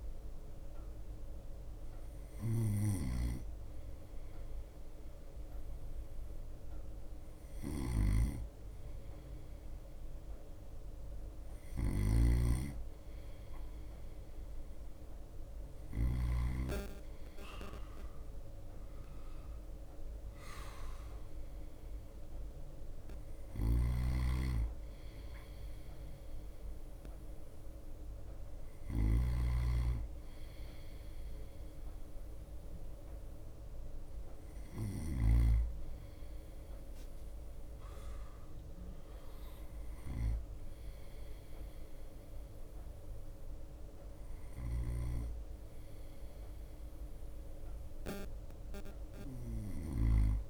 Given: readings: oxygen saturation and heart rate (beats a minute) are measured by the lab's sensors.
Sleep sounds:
breathing in sleep by a room microphone; none
0.00-50.50 s: bradycardia (device-marked, heart rate 54 extreme)
3.00-16.50 s: snoring (device-marked)
24.00-35.50 s: snoring (device-marked)
45.00-50.50 s: snoring (device-marked)
From the record:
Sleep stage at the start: N2 (light sleep); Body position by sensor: on the right side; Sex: male

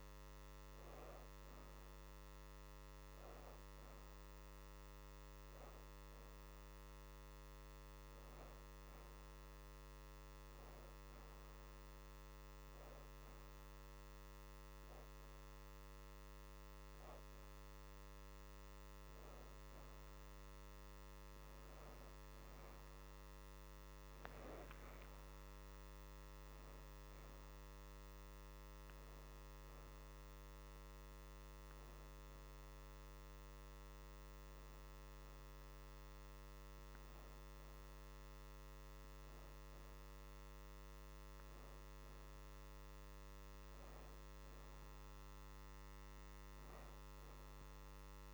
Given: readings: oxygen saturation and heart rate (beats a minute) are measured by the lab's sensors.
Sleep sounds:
breathing in sleep, hard to hear, by a microphone on the trachea; none
0.00-1.00 s: oxygen desaturation (device-marked, oxygen 75% lowest, heart rate 83 extreme)
0.00-2.00 s: arousal
3.00-20.00 s: oxygen desaturation (device-marked, oxygen 83% before, 67% lowest, heart rate 85 before, 79 extreme)
12.00-48.34 s: new sleep stage, N1 (lightest sleep)
26.00-30.50 s: arousal
30.00-43.00 s: oxygen desaturation (device-marked, oxygen 86% before, 79% lowest, heart rate 84 before, 79 extreme)
From the record:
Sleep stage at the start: N2 (light sleep); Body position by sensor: on the back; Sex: female

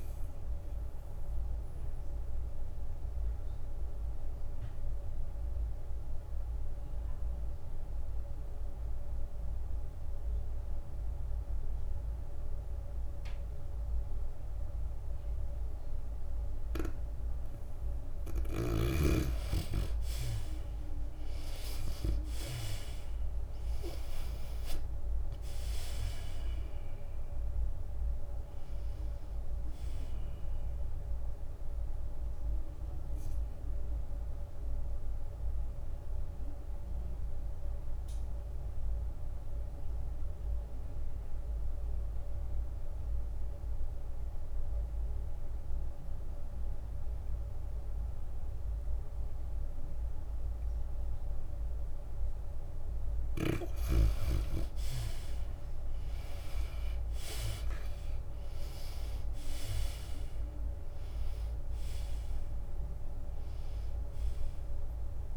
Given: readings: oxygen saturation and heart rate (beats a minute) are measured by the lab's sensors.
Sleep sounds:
breathing in sleep by a room microphone; 2
0.00-2.50 s: drop in pulse transit time (device-marked, heart rate 89 extreme)
0.00-12.50 s: oxygen desaturation (device-marked, oxygen 74% lowest, heart rate 86 extreme)
2.50-18.50 s: obstructive apnea (oxygen 97% before, 74% lowest, heart rate 96 before, 86 extreme, up 10 after)
14.50-52.50 s: oxygen desaturation (device-marked, oxygen 97% before, 77% lowest, heart rate 94 before, 89 extreme)
21.00-25.50 s: arousal
26.50-41.50 s: drop in pulse transit time (device-marked, heart rate 89 before, 94 extreme)
35.50-54.00 s: obstructive apnea (oxygen 97% before, 77% lowest, heart rate 94 before, 89 extreme, up 8 after)
38.50-40.50 s: long interval between heartbeats (device-marked, heart rate 95 before, 95 extreme)
54.50-65.36 s: oxygen desaturation (device-marked, oxygen 97% before, 77% lowest, heart rate 93 before, 89 extreme)
56.50-60.00 s: arousal
60.50-65.36 s: drop in pulse transit time (device-marked, heart rate 91 before, 94 extreme)
From the record:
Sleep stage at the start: N2 (light sleep); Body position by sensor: on the back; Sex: female

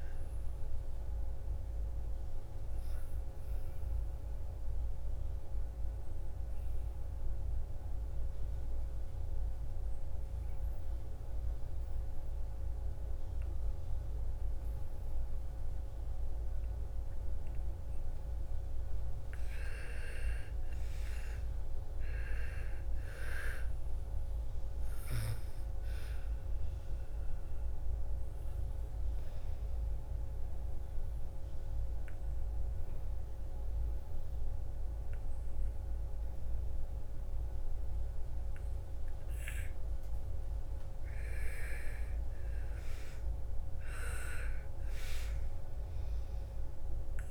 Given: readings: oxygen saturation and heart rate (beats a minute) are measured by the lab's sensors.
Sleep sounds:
breathing in sleep by a room microphone; 2
0.00-11.50 s: oxygen desaturation (device-marked, oxygen 83% lowest, heart rate 55 extreme)
3.50-18.50 s: obstructive apnea (oxygen 99% before, 83% lowest, heart rate 60 before, 55 extreme, up 9 after)
20.00-24.00 s: arousal
25.50-39.50 s: oxygen desaturation (device-marked, oxygen 99% before, 90% lowest, heart rate 58 before, 55 extreme)
27.50-40.50 s: obstructive apnea (oxygen 99% before, 90% lowest, heart rate 59 before, 55 extreme, up 6 after)
42.50-45.50 s: arousal
45.50-47.31 s: oxygen desaturation (device-marked, oxygen 98% before, 91% lowest, heart rate 58 before, 55 extreme)
From the record:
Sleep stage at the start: N2 (light sleep); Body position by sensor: on the back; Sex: female

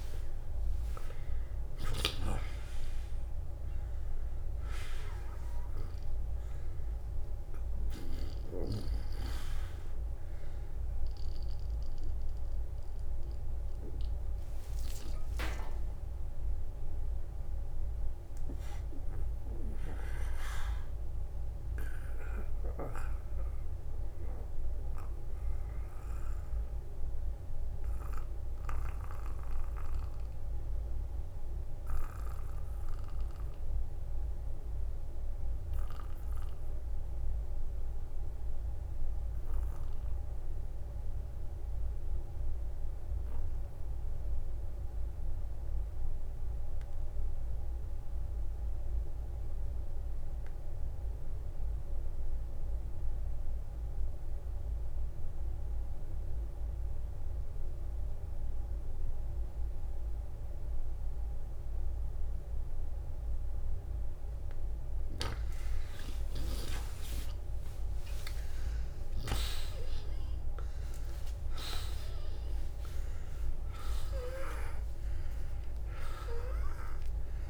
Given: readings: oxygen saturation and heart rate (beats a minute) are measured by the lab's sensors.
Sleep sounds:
breathing in sleep by a room microphone; 1
5.50-7.50 s: long interval between heartbeats (device-marked, heart rate 56 before, 68 extreme)
8.00-10.00 s: oxygen desaturation (device-marked, oxygen 96% before, 91% lowest, heart rate 60 before, 57 extreme)
12.00-14.00 s: long interval between heartbeats (device-marked, heart rate 61 before, 55 extreme)
18.50-20.50 s: long interval between heartbeats (device-marked, heart rate 64 before, 83 extreme)
24.00-35.00 s: oxygen desaturation (device-marked, oxygen 94% before, 85% lowest, heart rate 69 before, 48 extreme)
27.00-62.50 s: obstructive apnea (oxygen 96% before, 75% lowest, heart rate 67 before, 48 extreme, up 28 after)
53.00-77.50 s: oxygen desaturation (device-marked, oxygen 95% before, 75% lowest, heart rate 53 before, 50 extreme)
65.50-67.50 s: long interval between heartbeats (device-marked, heart rate 53 before, 69 extreme)
70.00-75.50 s: arousal
71.00-73.00 s: long interval between heartbeats (device-marked, heart rate 60 before, 77 extreme)
73.50-75.50 s: long interval between heartbeats (device-marked, heart rate 62 before, 78 extreme)
From the record:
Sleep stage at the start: N2 (light sleep); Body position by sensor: on the back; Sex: male

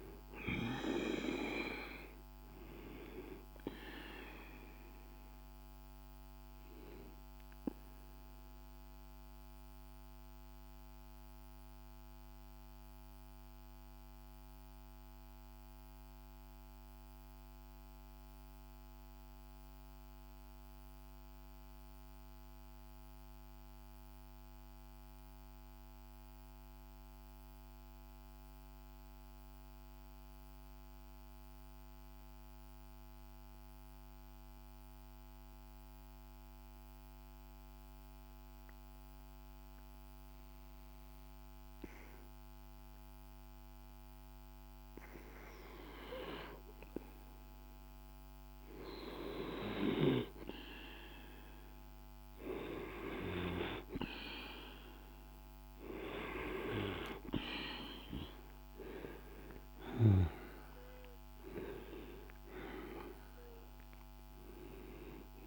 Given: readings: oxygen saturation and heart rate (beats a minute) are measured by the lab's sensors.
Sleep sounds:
breathing in sleep by a microphone on the trachea; 1
0.00-16.00 s: oxygen desaturation (device-marked, oxygen 86% lowest)
7.50-46.00 s: mixed apnea (oxygen 97% before, 88% lowest)
35.00-65.47 s: oxygen desaturation (device-marked, oxygen 99% before, 88% lowest)
48.00-52.00 s: arousal
From the record:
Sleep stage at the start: N2 (light sleep); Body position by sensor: on the back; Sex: male

